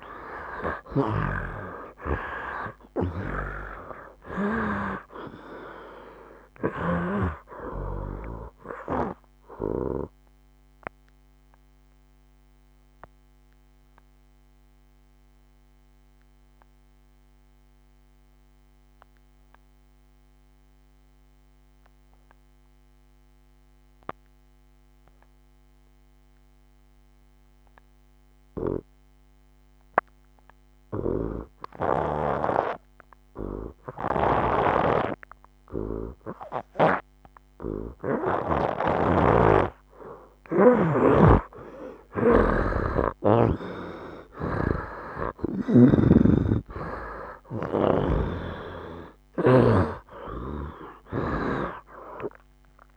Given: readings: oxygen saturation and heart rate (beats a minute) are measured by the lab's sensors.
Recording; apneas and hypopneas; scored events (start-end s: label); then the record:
breathing in sleep by a microphone on the trachea; 1
0.00-2.50 s: arousal
0.00-7.00 s: snoring (device-marked)
0.00-26.00 s: oxygen desaturation (device-marked, oxygen 77% lowest, heart rate 62 extreme)
9.00-39.00 s: obstructive apnea (oxygen 97% before, 77% lowest, heart rate 76 before, 62 extreme, up 16 after)
35.00-52.96 s: oxygen desaturation (device-marked, oxygen 99% before, 78% lowest, heart rate 64 before, 65 extreme)
39.00-52.96 s: snoring (device-marked)
43.50-48.50 s: arousal
From the record:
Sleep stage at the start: N2 (light sleep); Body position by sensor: on the right side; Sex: male